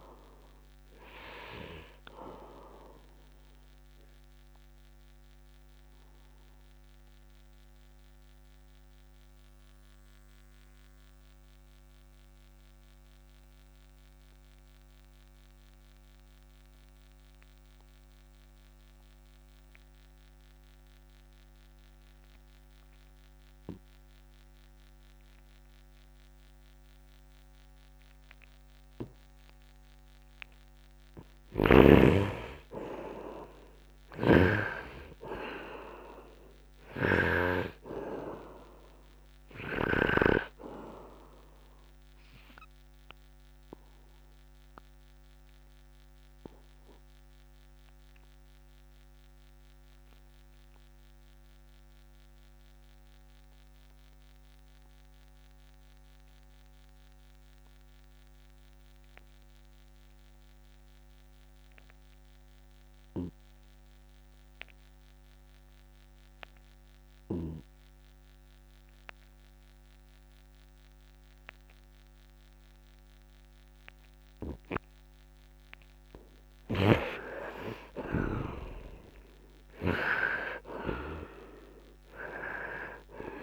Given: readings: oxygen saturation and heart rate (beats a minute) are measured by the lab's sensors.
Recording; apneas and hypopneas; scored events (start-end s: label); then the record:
breathing in sleep by a microphone on the trachea; 2
0.00-20.50 s: oxygen desaturation (device-marked, oxygen 68% lowest, heart rate 58 extreme)
4.00-30.00 s: obstructive apnea (oxygen 98% before, 68% lowest, heart rate 63 before, 58 extreme, up 3 after)
31.50-57.50 s: oxygen desaturation (device-marked, oxygen 98% before, 70% lowest, heart rate 67 before, 55 extreme)
33.00-37.00 s: arousal
34.00-40.50 s: snoring (device-marked)
43.00-75.50 s: obstructive apnea (oxygen 98% before, 65% lowest, heart rate 63 before, 55 extreme, up 8 after)
72.50-83.43 s: oxygen desaturation (device-marked, oxygen 97% before, 65% lowest, heart rate 66 before, 57 extreme)
77.00-80.50 s: arousal
From the record:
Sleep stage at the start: N2 (light sleep); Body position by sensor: upright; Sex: male